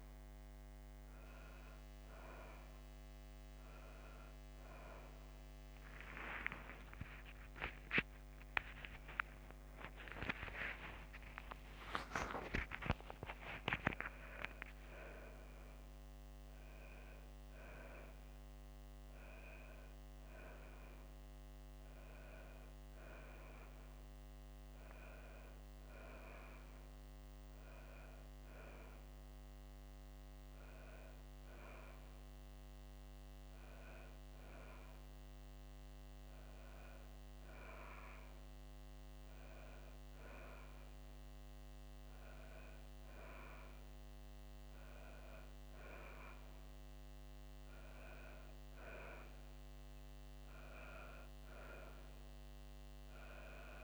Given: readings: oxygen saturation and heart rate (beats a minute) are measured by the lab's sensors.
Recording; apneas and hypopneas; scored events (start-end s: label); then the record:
breathing in sleep by a microphone on the trachea; none
6.00-11.00 s: arousal
From the record:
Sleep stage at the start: N2 (light sleep); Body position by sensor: on the back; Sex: female